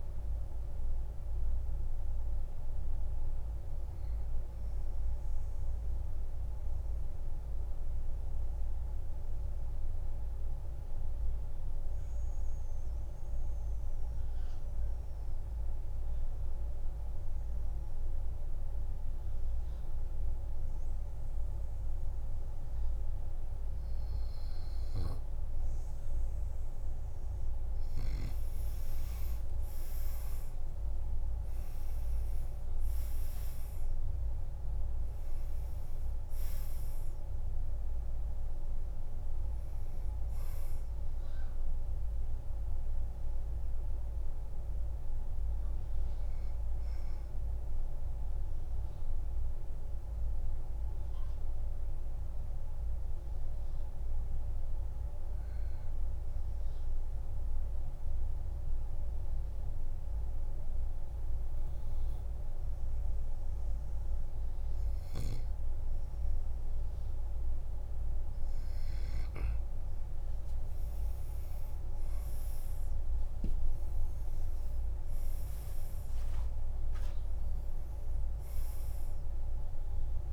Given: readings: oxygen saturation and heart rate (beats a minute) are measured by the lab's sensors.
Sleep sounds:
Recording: breathing in sleep, hard to hear, by a room microphone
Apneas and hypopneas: 2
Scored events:
0.00-16.50 s: oxygen desaturation (device-marked, oxygen 91% lowest, heart rate 45 extreme)
1.50-27.00 s: obstructive apnea (oxygen 99% before, 91% lowest, heart rate 55 before, 45 extreme, up 21 after)
28.50-57.50 s: oxygen desaturation (device-marked, oxygen 99% before, 92% lowest, heart rate 46 before, 46 extreme)
31.00-35.50 s: arousal
47.50-68.50 s: mixed apnea (oxygen 99% before, 92% lowest, heart rate 56 before, 46 extreme, up 14 after)
71.50-80.33 s: oxygen desaturation (device-marked, oxygen 99% before, 93% lowest, heart rate 49 before, 47 extreme)
72.50-77.50 s: arousal
From the record:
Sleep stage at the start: N2 (light sleep)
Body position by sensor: on the back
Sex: male

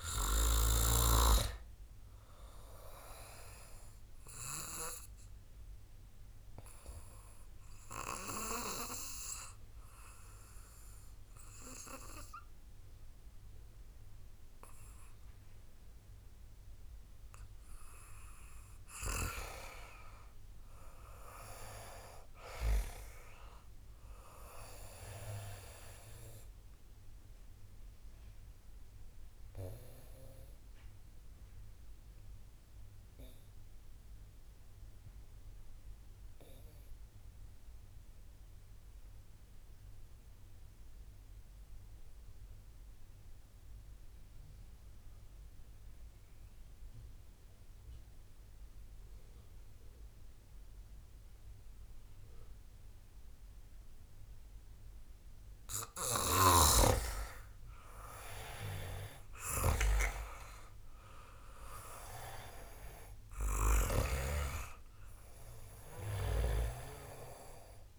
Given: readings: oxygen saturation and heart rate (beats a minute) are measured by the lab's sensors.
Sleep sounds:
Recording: breathing in sleep by a room microphone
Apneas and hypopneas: 2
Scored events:
0.00-1.00 s: arousal
0.00-1.00 s: snoring (device-marked)
4.50-18.00 s: obstructive apnea (oxygen 97% before, 88% lowest, heart rate 79 before, 73 extreme, up 3 after)
20.50-24.00 s: arousal
25.00-41.00 s: oxygen desaturation (device-marked, oxygen 96% before, 92% lowest, heart rate 76 before, 57 extreme)
30.50-54.50 s: obstructive apnea (oxygen 96% before, 88% lowest, heart rate 75 before, 45 extreme, up 0 after)
54.00-67.99 s: oxygen desaturation (device-marked, oxygen 96% before, 88% lowest, heart rate 70 before, 45 extreme)
56.50-64.00 s: snoring (device-marked)
57.00-60.50 s: arousal
From the record:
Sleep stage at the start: REM sleep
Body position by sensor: on the back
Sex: male

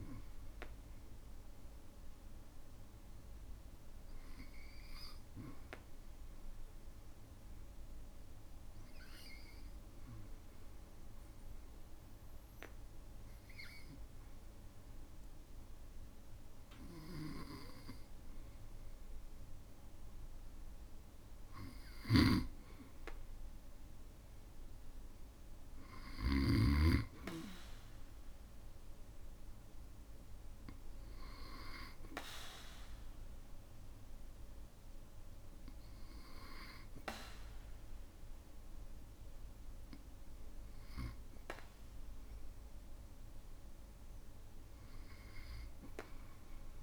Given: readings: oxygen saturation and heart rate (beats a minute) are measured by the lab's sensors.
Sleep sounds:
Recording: breathing in sleep by a room microphone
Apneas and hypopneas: 1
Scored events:
7.00-23.00 s: hypopnea (oxygen 97% before, 93% lowest, heart rate 53 before, 55 extreme, up 1 after)
22.00-27.00 s: snoring (device-marked)
24.50-27.50 s: arousal
From the record:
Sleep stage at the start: N2 (light sleep)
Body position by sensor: on the back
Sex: male

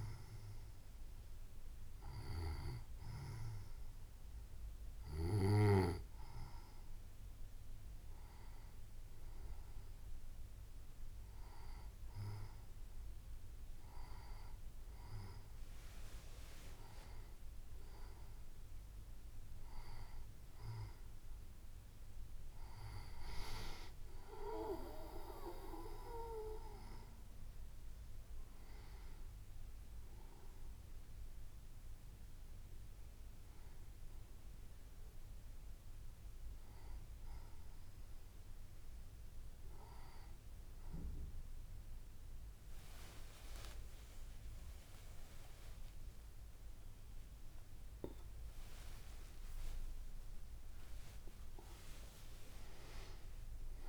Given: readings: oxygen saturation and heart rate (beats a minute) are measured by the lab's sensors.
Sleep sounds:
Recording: breathing in sleep by a room microphone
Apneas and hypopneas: none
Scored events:
33.00-53.89 s: new sleep stage, N1 (lightest sleep)
44.00-51.00 s: arousal
From the record:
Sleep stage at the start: N2 (light sleep)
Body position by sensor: on the right side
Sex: female

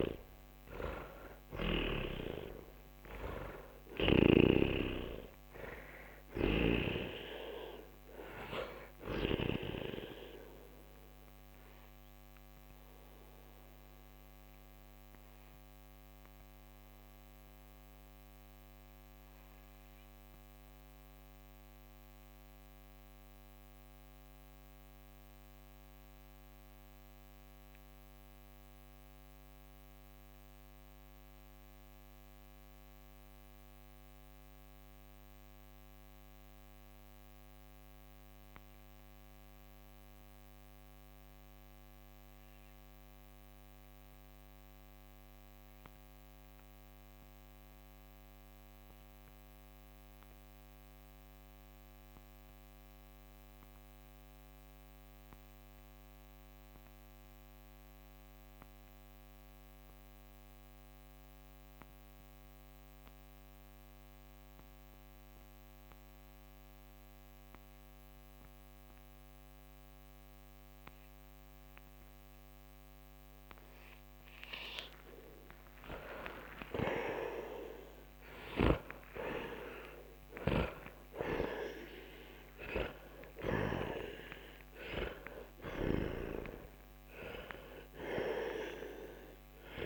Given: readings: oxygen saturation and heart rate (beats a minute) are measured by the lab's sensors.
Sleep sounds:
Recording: breathing in sleep by a microphone on the trachea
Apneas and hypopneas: 1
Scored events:
0.00-36.50 s: oxygen desaturation (device-marked, oxygen 76% lowest, heart rate 46 extreme)
4.00-9.50 s: snoring (device-marked)
12.50-75.50 s: mixed apnea (oxygen 95% before, 76% lowest, heart rate 63 before, 46 extreme, up 14 after)
62.50-89.86 s: oxygen desaturation (device-marked, oxygen 97% before, 77% lowest, heart rate 50 before, 43 extreme)
76.00-80.50 s: arousal
78.00-83.50 s: snoring (device-marked)
From the record:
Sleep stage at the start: N2 (light sleep)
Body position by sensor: on the back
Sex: male

